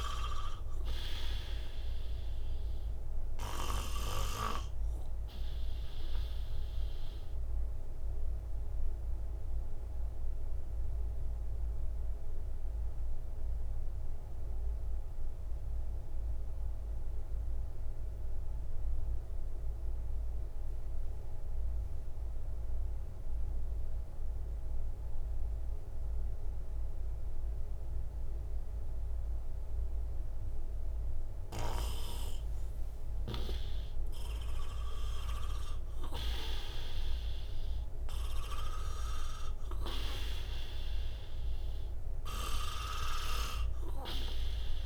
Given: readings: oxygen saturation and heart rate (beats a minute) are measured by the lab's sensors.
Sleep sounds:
breathing in sleep by a room microphone; 1
0.00-23.50 s: oxygen desaturation (device-marked, oxygen 88% lowest, heart rate 58 extreme)
3.50-31.50 s: obstructive apnea (oxygen 98% before, 88% lowest, heart rate 64 before, 58 extreme, up 5 after)
34.00-39.00 s: arousal
37.50-44.86 s: oxygen desaturation (device-marked, oxygen 98% before, 91% lowest, heart rate 60 before, 58 extreme)
From the record:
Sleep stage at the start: N2 (light sleep); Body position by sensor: on the right side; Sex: male

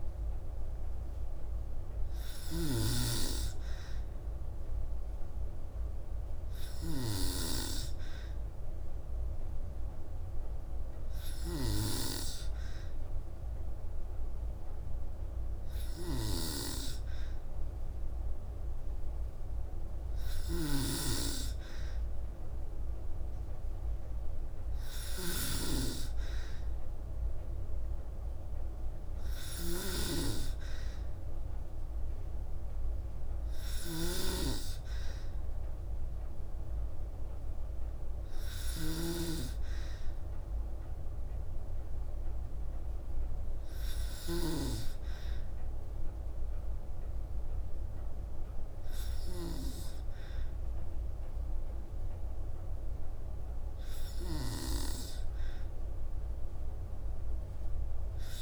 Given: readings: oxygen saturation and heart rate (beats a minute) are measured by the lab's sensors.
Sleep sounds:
breathing in sleep by a room microphone; none
0.00-58.42 s: snoring (device-marked)
From the record:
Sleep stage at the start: N2 (light sleep); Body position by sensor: on the back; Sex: female

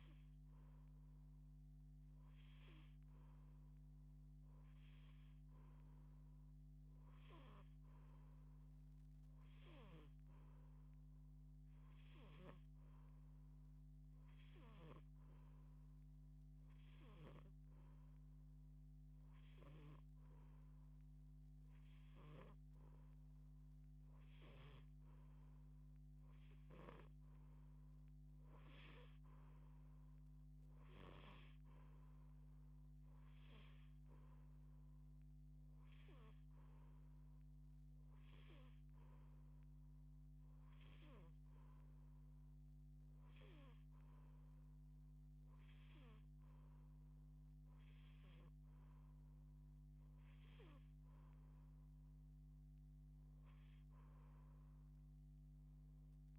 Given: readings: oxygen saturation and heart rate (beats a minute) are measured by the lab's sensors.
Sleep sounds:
breathing in sleep by a microphone on the trachea; none
54.00-56.39 s: new sleep stage, N1 (lightest sleep)
From the record:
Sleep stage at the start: N2 (light sleep); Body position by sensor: on the back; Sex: female

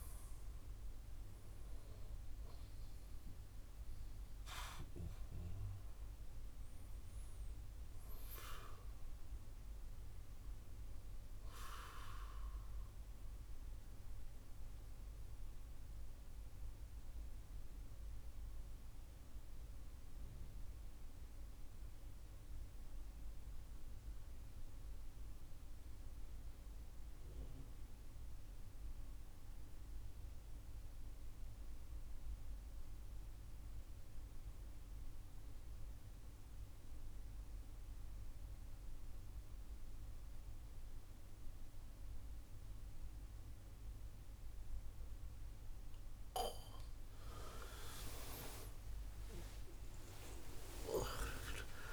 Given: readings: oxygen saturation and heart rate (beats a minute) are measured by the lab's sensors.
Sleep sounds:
breathing in sleep by a room microphone; 1
0.00-13.50 s: oxygen desaturation (device-marked, oxygen 91% lowest, heart rate 64 extreme)
13.00-46.00 s: mixed apnea (oxygen 96% before, 88% lowest, heart rate 125 before, 64 extreme, up 33 after)
37.50-51.93 s: oxygen desaturation (device-marked, oxygen 98% before, 88% lowest, heart rate 81 before, 66 extreme)
50.00-51.93 s: arousal
From the record:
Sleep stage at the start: N2 (light sleep); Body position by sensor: on the back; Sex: male

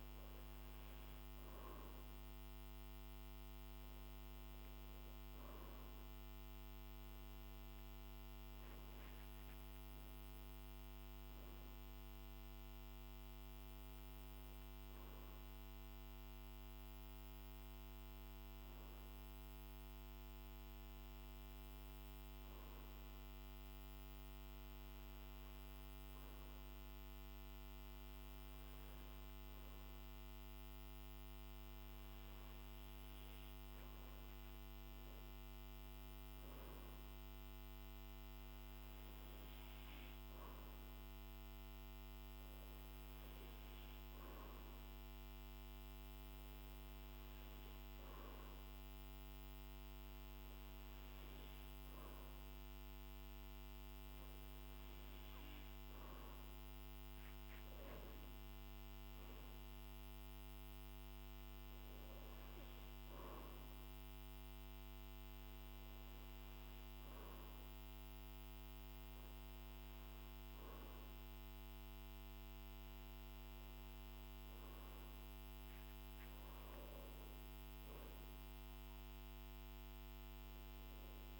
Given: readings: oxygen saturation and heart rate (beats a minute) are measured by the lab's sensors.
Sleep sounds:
breathing in sleep, hard to hear, by a microphone on the trachea; 1
19.00-33.50 s: hypopnea (oxygen 96% before, 95% lowest, heart rate 50 before, 48 extreme, up 5 after)
35.00-38.50 s: arousal
From the record:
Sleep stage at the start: N2 (light sleep); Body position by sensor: on the back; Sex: male

